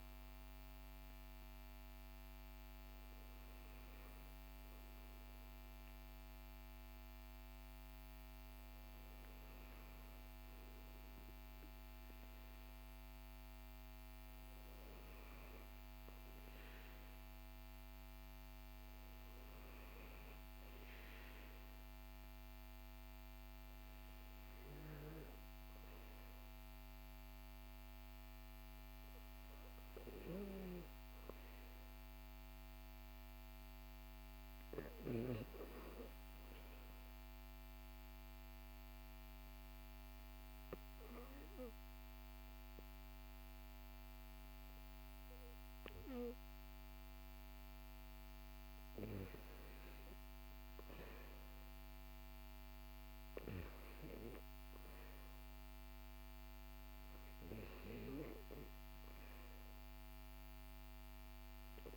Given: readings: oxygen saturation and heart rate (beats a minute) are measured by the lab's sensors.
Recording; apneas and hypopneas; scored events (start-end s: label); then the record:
breathing in sleep by a microphone on the trachea; 1
35.50-48.50 s: obstructive apnea (oxygen 97% before, 94% lowest, heart rate 62 before, 59 extreme, up 1 after)
49.50-54.50 s: arousal
55.00-61.97 s: oxygen desaturation (device-marked, oxygen 97% before, 94% lowest, heart rate 62 before, 53 extreme)
From the record:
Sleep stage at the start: N2 (light sleep); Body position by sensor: on the right side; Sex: male